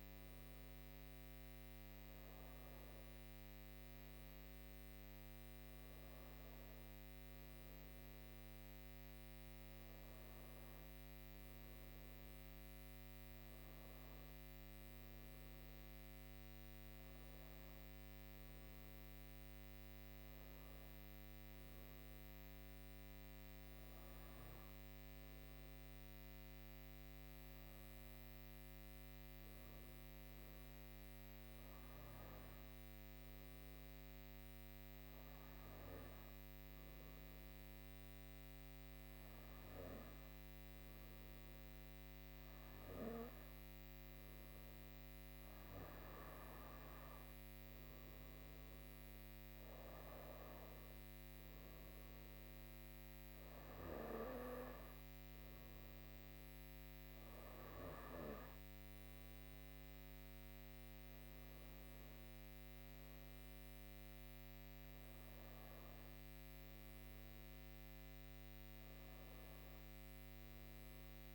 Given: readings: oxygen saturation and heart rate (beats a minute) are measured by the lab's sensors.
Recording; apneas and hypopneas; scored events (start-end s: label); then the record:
breathing in sleep, hard to hear, by a microphone on the trachea; 1
26.00-42.50 s: hypopnea (oxygen 99% before, 97% lowest, heart rate 60 before, 57 extreme, up 18 after)
45.50-49.50 s: arousal
From the record:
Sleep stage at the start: N2 (light sleep); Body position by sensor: on the right side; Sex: female